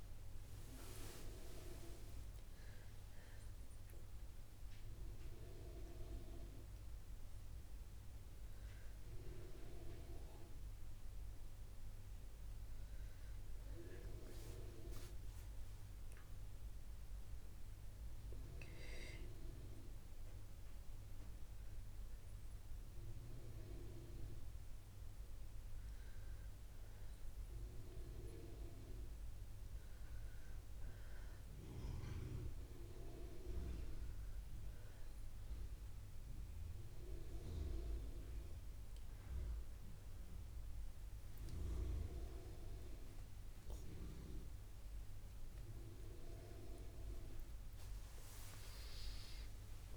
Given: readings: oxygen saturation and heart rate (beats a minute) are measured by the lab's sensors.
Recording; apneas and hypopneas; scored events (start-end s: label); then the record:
breathing in sleep by a room microphone; 1
14.50-27.00 s: hypopnea (oxygen 99% before, 91% lowest, heart rate 62 before, 60 extreme)
29.00-33.00 s: arousal
30.50-45.50 s: oxygen desaturation (device-marked, oxygen 96% before, 92% lowest, heart rate 64 before, 61 extreme)
From the record:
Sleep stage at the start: N2 (light sleep); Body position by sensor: on the back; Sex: female